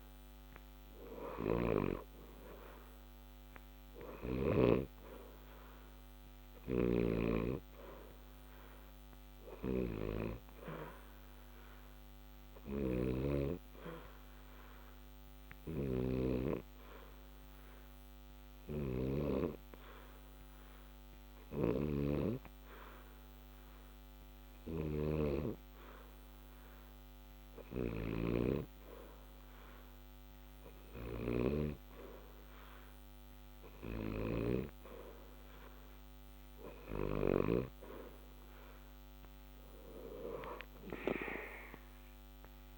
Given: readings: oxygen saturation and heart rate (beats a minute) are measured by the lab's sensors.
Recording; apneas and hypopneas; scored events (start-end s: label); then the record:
breathing in sleep by a microphone on the trachea; 1
15.50-28.00 s: hypopnea (oxygen 90% before, 87% lowest, heart rate 60 before, 60 extreme, up 0 after)
27.50-31.00 s: snoring (device-marked)
From the record:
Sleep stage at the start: N2 (light sleep); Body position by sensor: on the back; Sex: male